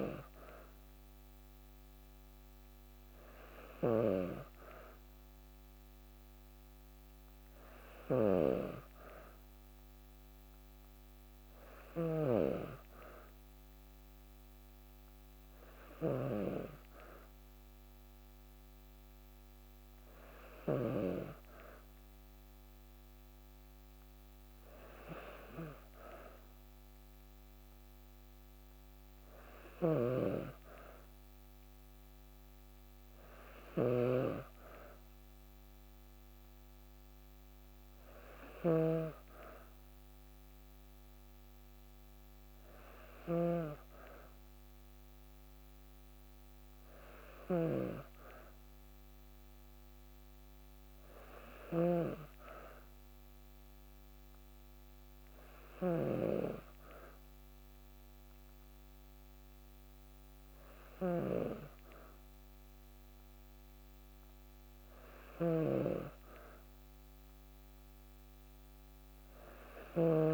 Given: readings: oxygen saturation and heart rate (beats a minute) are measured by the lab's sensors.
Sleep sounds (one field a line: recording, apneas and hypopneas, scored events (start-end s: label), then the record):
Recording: breathing in sleep by a microphone on the trachea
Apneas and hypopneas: none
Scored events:
0.00-11.50 s: snoring (device-marked)
29.00-70.34 s: snoring (device-marked)
From the record:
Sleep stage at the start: N2 (light sleep)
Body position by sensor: on the back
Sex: female